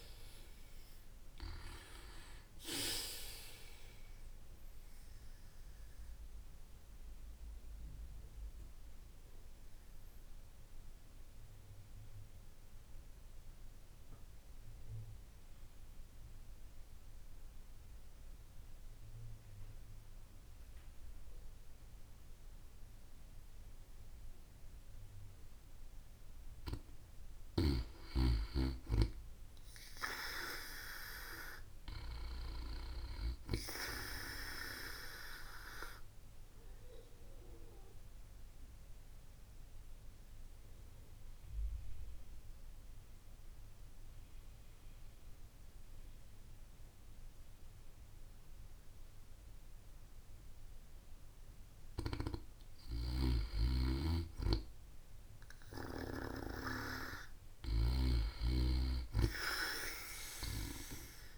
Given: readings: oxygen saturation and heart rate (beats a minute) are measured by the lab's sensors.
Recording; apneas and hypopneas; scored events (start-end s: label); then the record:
breathing in sleep by a room microphone; 2
6.50-26.50 s: obstructive apnea (oxygen 96% before, 91% lowest)
28.50-33.00 s: arousal
36.00-46.00 s: oxygen desaturation (device-marked, oxygen 95% before, 91% lowest)
36.50-52.00 s: obstructive apnea (oxygen 95% before, 91% lowest)
53.50-61.38 s: snoring (device-marked)
From the record:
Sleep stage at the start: N2 (light sleep); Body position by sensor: on the back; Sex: female